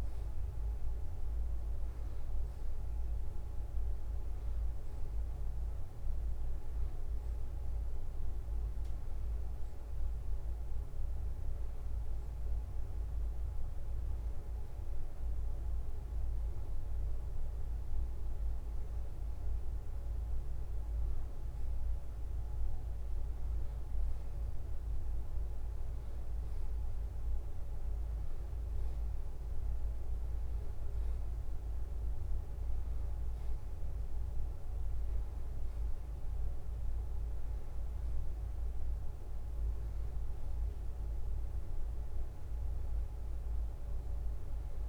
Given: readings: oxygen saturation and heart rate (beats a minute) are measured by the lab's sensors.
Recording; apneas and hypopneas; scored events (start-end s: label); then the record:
breathing in sleep, hard to hear, by a room microphone; none
none scored
From the record:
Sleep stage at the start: N2 (light sleep); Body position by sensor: on the back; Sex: male